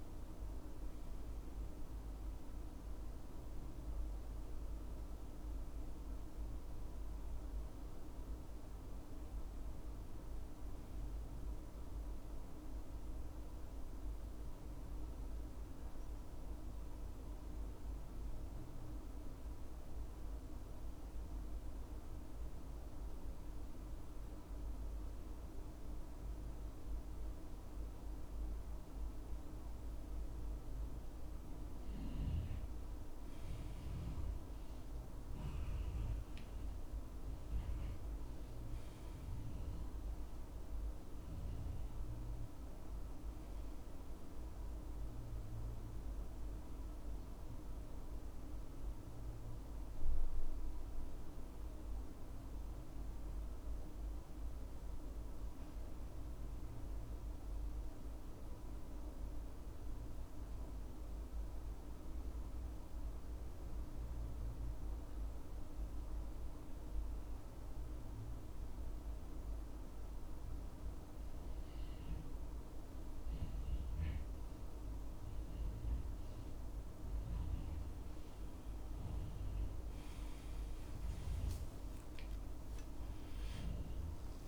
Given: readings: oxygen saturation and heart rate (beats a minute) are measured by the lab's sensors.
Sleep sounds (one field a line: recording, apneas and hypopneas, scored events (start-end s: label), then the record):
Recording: breathing in sleep, hard to hear, by a room microphone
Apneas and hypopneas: 2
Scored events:
0.00-1.00 s: arousal
12.50-30.50 s: central apnea (oxygen 98% before, 85% lowest, heart rate 68 before, 65 extreme, up 9 after)
32.50-34.50 s: arousal
34.00-61.00 s: oxygen desaturation (device-marked, oxygen 97% before, 86% lowest, heart rate 68 before, 65 extreme)
56.50-76.50 s: central apnea (oxygen 97% before, 83% lowest, heart rate 70 before, 67 extreme, up 11 after)
78.00-84.48 s: oxygen desaturation (device-marked, oxygen 97% before, 83% lowest, heart rate 67 before, 78 extreme)
81.00-84.48 s: new sleep stage, awake
From the record:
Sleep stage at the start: N2 (light sleep)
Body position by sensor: on the back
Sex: male